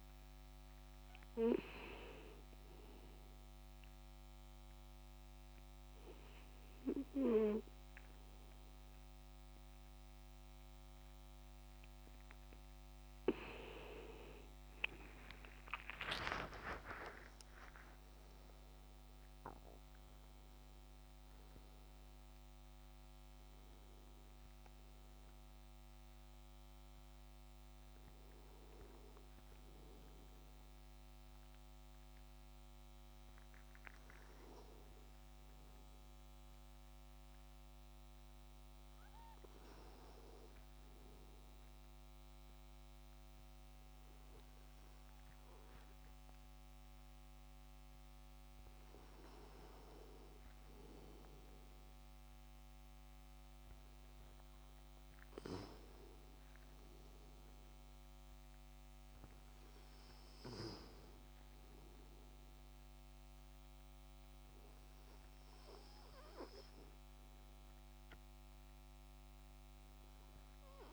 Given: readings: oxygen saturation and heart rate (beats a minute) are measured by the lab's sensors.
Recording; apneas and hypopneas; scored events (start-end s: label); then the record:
breathing in sleep by a microphone on the trachea; 1
3.50-13.50 s: obstructive apnea (oxygen 99% before, 94% lowest, heart rate 76 before, 68 extreme, up 23 after)
15.00-19.50 s: arousal
24.00-36.00 s: oxygen desaturation (device-marked, oxygen 97% before, 94% lowest, heart rate 77 before, 65 extreme)
From the record:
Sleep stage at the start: N2 (light sleep); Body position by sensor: on the back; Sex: male